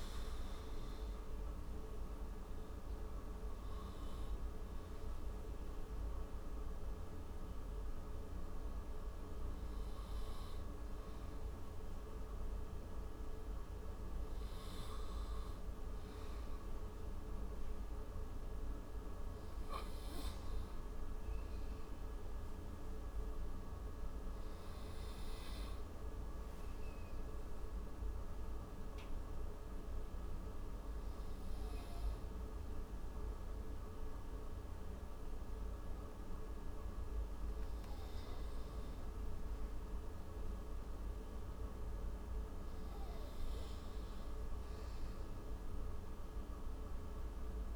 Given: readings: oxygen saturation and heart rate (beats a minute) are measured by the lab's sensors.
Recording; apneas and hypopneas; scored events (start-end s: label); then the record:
breathing in sleep, hard to hear, by a room microphone; none
none scored
From the record:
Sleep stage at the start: N2 (light sleep); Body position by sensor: on the right side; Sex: male